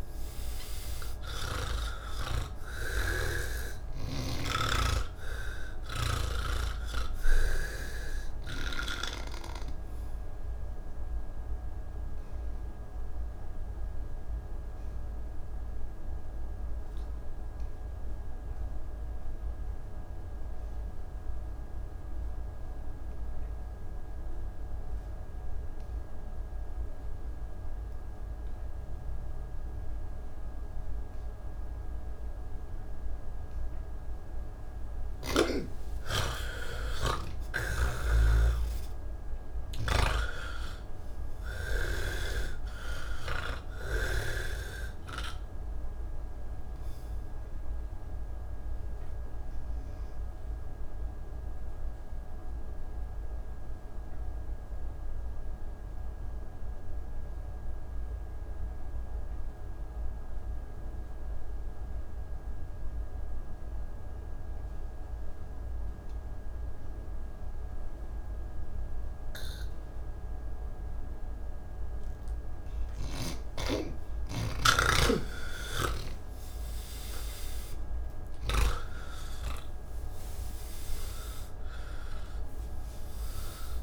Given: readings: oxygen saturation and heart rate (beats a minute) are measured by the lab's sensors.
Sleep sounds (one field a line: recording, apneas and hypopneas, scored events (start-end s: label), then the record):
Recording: breathing in sleep by a room microphone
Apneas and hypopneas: 2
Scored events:
0.00-23.50 s: oxygen desaturation (device-marked, oxygen 80% lowest, heart rate 51 extreme)
12.50-34.00 s: obstructive apnea (oxygen 98% before, 80% lowest, heart rate 94 before, 80 extreme)
35.50-60.50 s: oxygen desaturation (device-marked, oxygen 98% before, 81% lowest, heart rate 113 before, 47 extreme)
38.00-42.50 s: snoring (device-marked)
44.50-83.83 s: new sleep stage, N3 (deep sleep)
49.00-73.00 s: obstructive apnea (oxygen 98% before, 81% lowest, heart rate 135 before, 47 extreme, up 24 after)
67.50-83.83 s: oxygen desaturation (device-marked, oxygen 98% before, 82% lowest, heart rate 108 before, 47 extreme)
78.50-83.83 s: snoring (device-marked)
From the record:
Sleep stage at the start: N1 (lightest sleep)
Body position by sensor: on the back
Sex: male